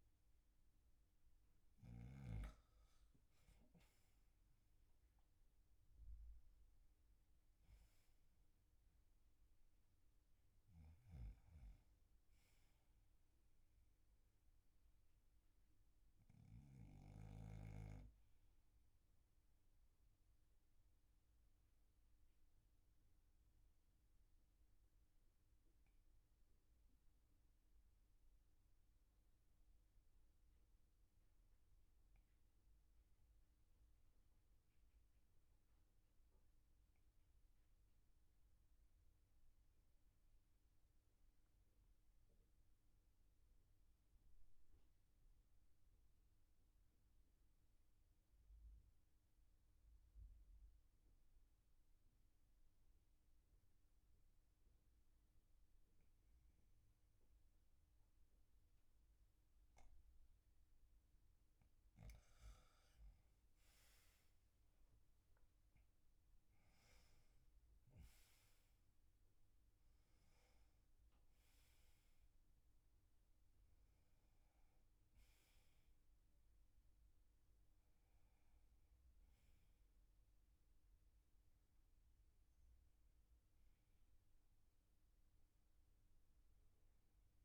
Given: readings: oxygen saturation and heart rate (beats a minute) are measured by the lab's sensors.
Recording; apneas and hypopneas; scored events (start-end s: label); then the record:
breathing in sleep, hard to hear, by a room microphone; 1
19.00-61.00 s: obstructive apnea (oxygen 100% before, 89% lowest, heart rate 47 before, 37 extreme, up 11 after)
63.50-87.45 s: new sleep stage, N1 (lightest sleep)
64.00-69.00 s: arousal
84.50-87.45 s: oxygen desaturation (device-marked, oxygen 98% before, 89% lowest, heart rate 48 before, 44 extreme)
From the record:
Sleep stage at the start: N2 (light sleep); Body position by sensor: on the back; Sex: male